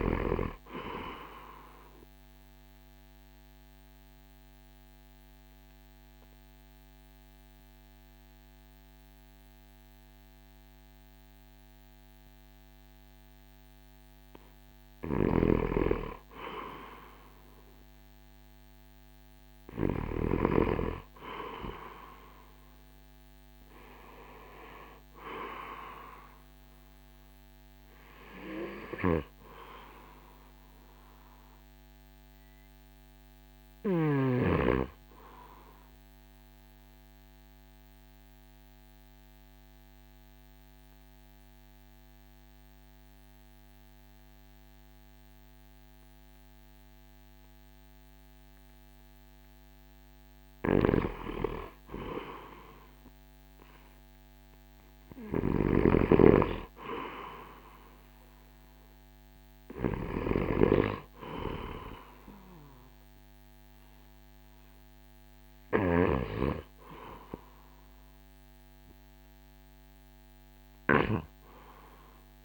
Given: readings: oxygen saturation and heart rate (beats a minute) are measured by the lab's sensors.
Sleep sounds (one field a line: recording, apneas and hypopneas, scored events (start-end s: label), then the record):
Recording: breathing in sleep by a microphone on the trachea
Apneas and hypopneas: 2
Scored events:
1.50-15.00 s: obstructive apnea (oxygen 96% before, 90% lowest, heart rate 57 before, 55 extreme, up 6 after)
14.00-24.00 s: oxygen desaturation (device-marked, oxygen 96% before, 91% lowest, heart rate 57 before, 55 extreme)
15.00-20.00 s: snoring (device-marked)
17.50-22.50 s: arousal
22.00-35.00 s: drop in pulse transit time (device-marked, heart rate 57 before, 56 extreme)
35.00-50.00 s: obstructive apnea (oxygen 96% before, 90% lowest, heart rate 59 before, 55 extreme, up 4 after)
40.00-47.00 s: oxygen desaturation (device-marked, oxygen 95% before, 91% lowest, heart rate 59 before, 56 extreme)
52.00-56.50 s: arousal
55.00-66.00 s: snoring (device-marked)
61.00-72.45 s: oxygen desaturation (device-marked, oxygen 97% before, 90% lowest, heart rate 57 before, 51 extreme)
From the record:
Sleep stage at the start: N2 (light sleep)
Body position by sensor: on the right side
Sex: male